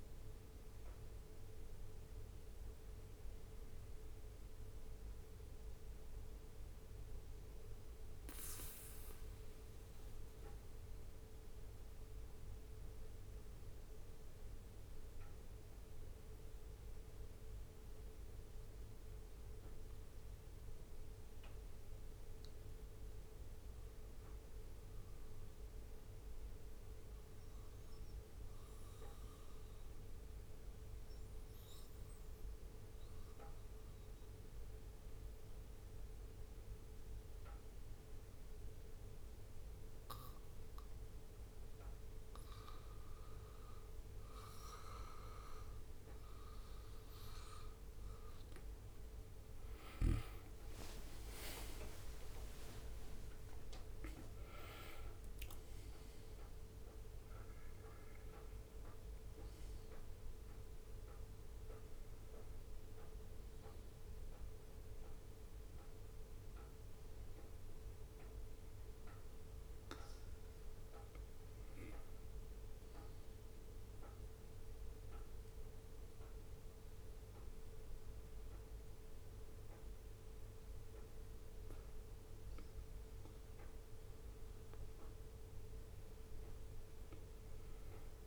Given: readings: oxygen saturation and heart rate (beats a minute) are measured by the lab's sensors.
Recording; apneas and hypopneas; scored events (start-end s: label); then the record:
breathing in sleep, hard to hear, by a room microphone; 1
7.50-47.00 s: obstructive apnea (oxygen 98% before, 92% lowest, heart rate 69 before, 67 extreme, up 8 after)
48.50-63.50 s: oxygen desaturation (device-marked, oxygen 95% before, 92% lowest, heart rate 69 before, 66 extreme)
50.00-55.00 s: arousal
51.00-53.50 s: leg movement (device-marked)
84.00-88.00 s: arousal
From the record:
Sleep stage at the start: N2 (light sleep); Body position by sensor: on the back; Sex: male